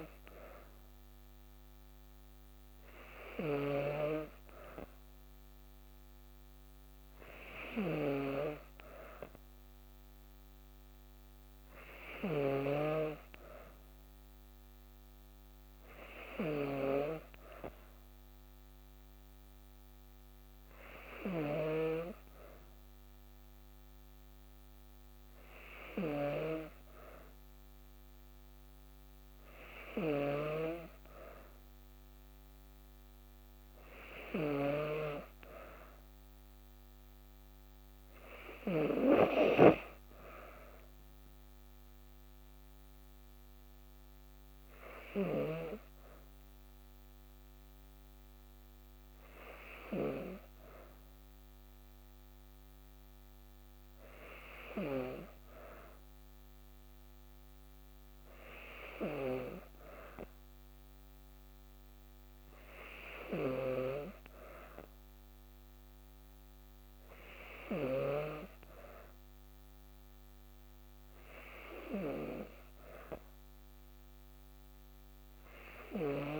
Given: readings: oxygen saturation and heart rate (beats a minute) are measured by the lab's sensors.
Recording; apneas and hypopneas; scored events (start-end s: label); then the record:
breathing in sleep by a microphone on the trachea; none
none scored
From the record:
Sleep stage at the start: N2 (light sleep); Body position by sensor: on the back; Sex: female